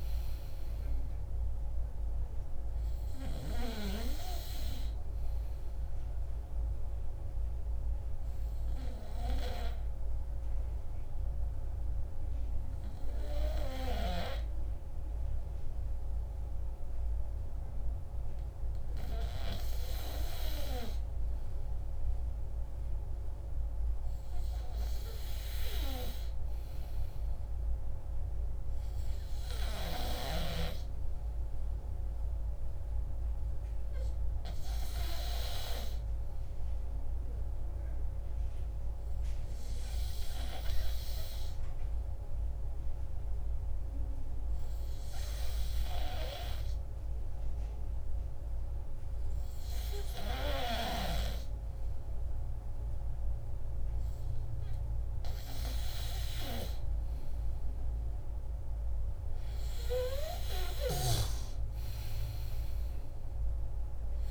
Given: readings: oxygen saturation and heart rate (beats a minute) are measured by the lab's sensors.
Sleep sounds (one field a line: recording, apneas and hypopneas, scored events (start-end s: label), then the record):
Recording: breathing in sleep by a room microphone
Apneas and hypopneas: 2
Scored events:
0.00-16.50 s: oxygen desaturation (device-marked, oxygen 91% lowest, heart rate 49 extreme)
7.00-20.00 s: obstructive apnea (oxygen 96% before, 91% lowest, heart rate 72 before, 49 extreme)
22.00-27.00 s: arousal
37.00-52.00 s: obstructive apnea (oxygen 98% before, 92% lowest, heart rate 81 before, 50 extreme, up 7 after)
56.50-61.50 s: arousal
From the record:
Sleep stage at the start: N2 (light sleep)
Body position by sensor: on the back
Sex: male